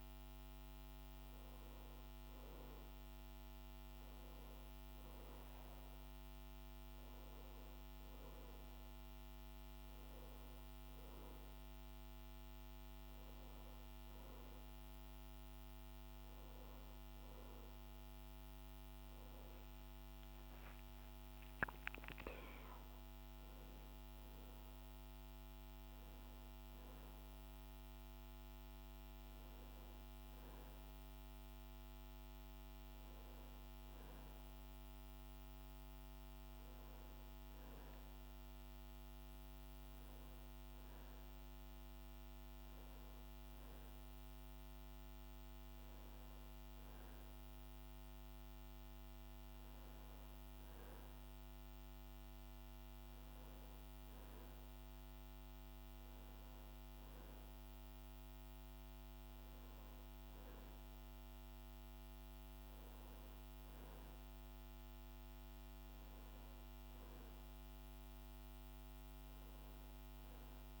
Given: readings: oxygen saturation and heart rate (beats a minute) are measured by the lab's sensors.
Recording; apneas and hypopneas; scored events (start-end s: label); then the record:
breathing in sleep, hard to hear, by a microphone on the trachea; none
none scored
From the record:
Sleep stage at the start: N2 (light sleep); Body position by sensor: on the back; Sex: male